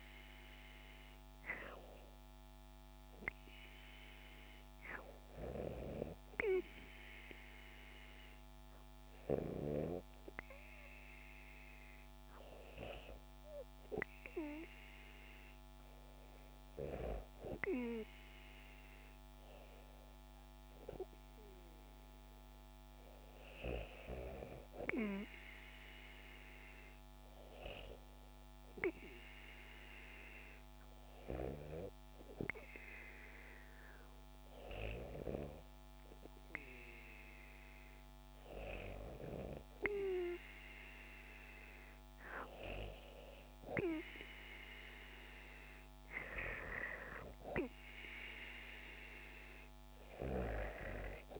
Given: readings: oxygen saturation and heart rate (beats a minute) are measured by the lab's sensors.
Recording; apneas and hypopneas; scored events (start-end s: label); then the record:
breathing in sleep by a microphone on the trachea; 1
3.00-13.50 s: hypopnea (oxygen 96% before, 94% lowest, heart rate 73 before, 70 extreme, up 6 after)
17.00-21.00 s: arousal
From the record:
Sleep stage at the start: REM sleep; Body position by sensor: on the back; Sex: female